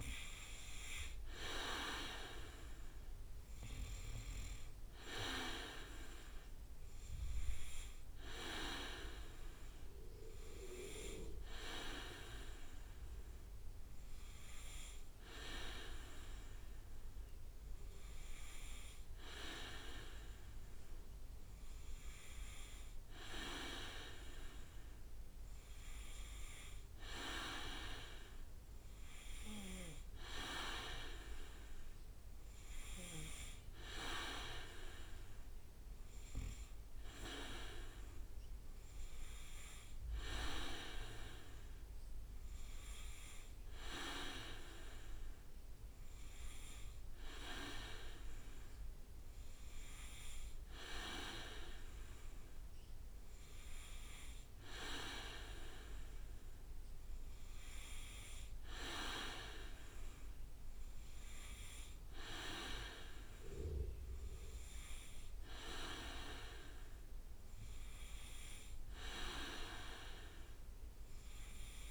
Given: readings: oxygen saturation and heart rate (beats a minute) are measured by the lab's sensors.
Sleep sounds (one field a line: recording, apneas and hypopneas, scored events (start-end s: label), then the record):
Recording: breathing in sleep by a room microphone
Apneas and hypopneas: none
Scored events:
3.00-6.00 s: leg movement (device-marked)
From the record:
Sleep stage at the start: N2 (light sleep)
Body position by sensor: on the back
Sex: male